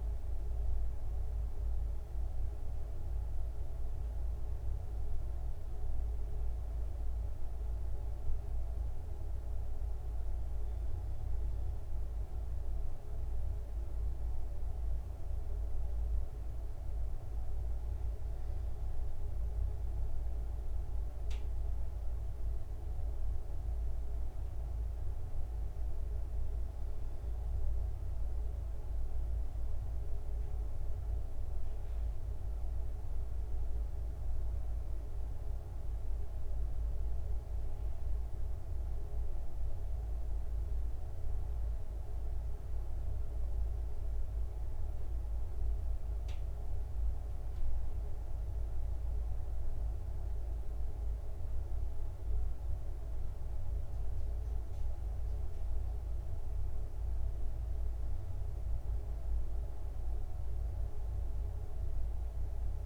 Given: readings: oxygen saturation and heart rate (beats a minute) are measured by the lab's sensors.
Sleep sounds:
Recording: breathing in sleep, hard to hear, by a room microphone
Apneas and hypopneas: none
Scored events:
25.00-62.86 s: new sleep stage, N2 (light sleep)
From the record:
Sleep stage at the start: N1 (lightest sleep)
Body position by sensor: on the back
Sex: male

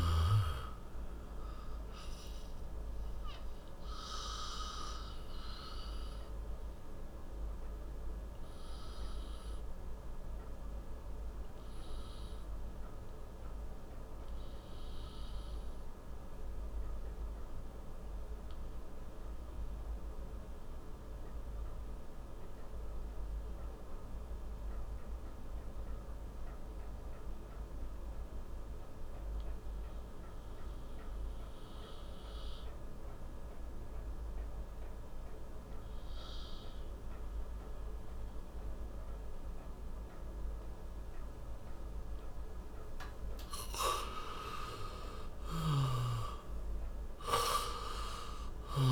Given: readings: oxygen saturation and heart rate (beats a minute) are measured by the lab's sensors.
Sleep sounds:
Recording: breathing in sleep by a room microphone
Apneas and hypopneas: 1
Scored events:
0.00-28.00 s: oxygen desaturation (device-marked, oxygen 97% before, 87% lowest, heart rate 60 before, 35 extreme)
2.00-42.50 s: obstructive apnea (oxygen 98% before, 85% lowest, heart rate 57 before, 35 extreme, up 3 after)
43.50-47.50 s: arousal
45.00-48.92 s: snoring (device-marked)
From the record:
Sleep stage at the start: N2 (light sleep)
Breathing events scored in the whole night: 415 in 6.0 hours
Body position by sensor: on the back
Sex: male

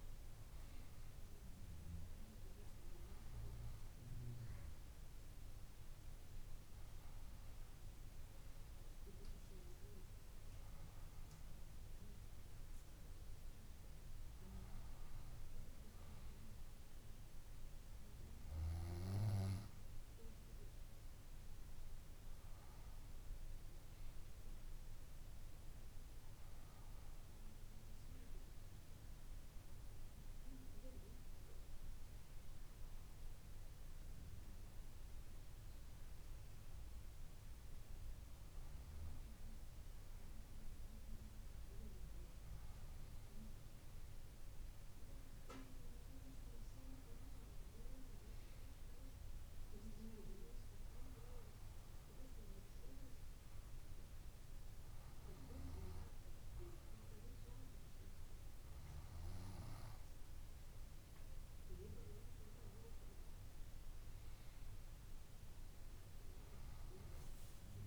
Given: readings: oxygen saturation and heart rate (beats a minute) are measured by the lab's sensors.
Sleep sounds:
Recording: breathing in sleep by a room microphone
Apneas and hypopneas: none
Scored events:
12.00-14.00 s: long interval between heartbeats (device-marked, heart rate 64 before, 69 extreme)
16.00-18.00 s: long interval between heartbeats (device-marked, heart rate 65 before, 87 extreme)
26.00-28.00 s: long interval between heartbeats (device-marked, heart rate 73 before, 78 extreme)
26.50-31.00 s: arousal
30.00-32.00 s: long interval between heartbeats (device-marked, heart rate 77 before, 84 extreme)
37.00-39.00 s: long interval between heartbeats (device-marked, heart rate 78 before, 69 extreme)
44.50-46.50 s: long interval between heartbeats (device-marked, heart rate 72 before, 70 extreme)
47.50-49.50 s: long interval between heartbeats (device-marked, heart rate 72 before, 79 extreme)
53.00-55.00 s: long interval between heartbeats (device-marked, heart rate 71 before, 71 extreme)
From the record:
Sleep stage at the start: N2 (light sleep)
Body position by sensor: on the right side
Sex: female

